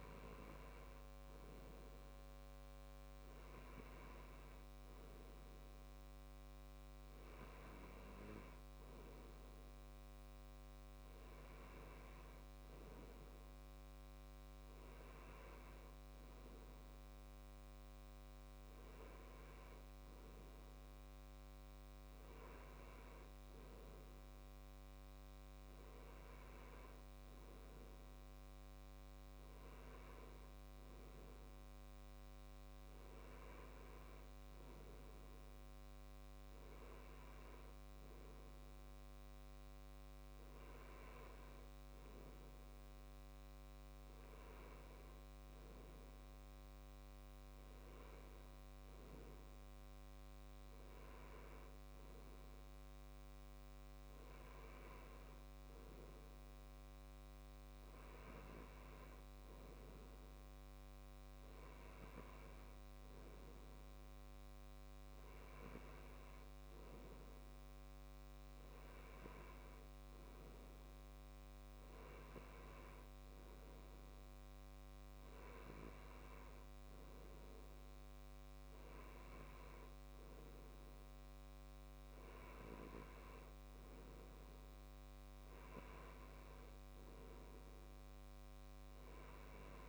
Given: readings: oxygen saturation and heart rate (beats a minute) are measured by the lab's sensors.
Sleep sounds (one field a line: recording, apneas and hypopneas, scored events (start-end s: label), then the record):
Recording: breathing in sleep, hard to hear, by a microphone on the trachea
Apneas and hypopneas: none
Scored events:
none scored
From the record:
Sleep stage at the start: N2 (light sleep)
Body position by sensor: on the left side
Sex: male